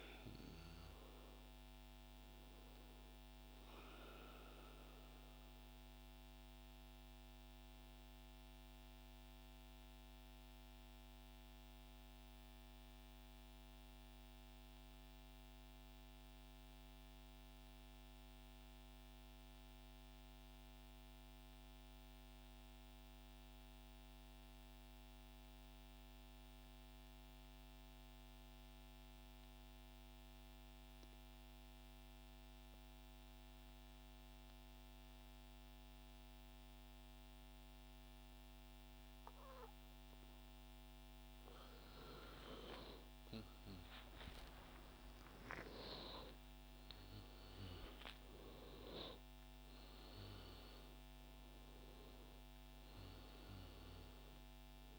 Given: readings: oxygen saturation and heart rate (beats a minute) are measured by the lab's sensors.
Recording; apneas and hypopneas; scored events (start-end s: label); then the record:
breathing in sleep by a microphone on the trachea; 1
0.00-12.50 s: oxygen desaturation (device-marked, oxygen 90% lowest, heart rate 46 extreme)
8.50-40.50 s: central apnea (oxygen 97% before, 90% lowest, heart rate 79 before, 104 extreme, up 60 after)
31.50-54.99 s: oxygen desaturation (device-marked, oxygen 98% before, 90% lowest, heart rate 119 before, 103 extreme)
42.00-45.50 s: arousal
From the record:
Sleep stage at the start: N2 (light sleep); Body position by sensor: on the right side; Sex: male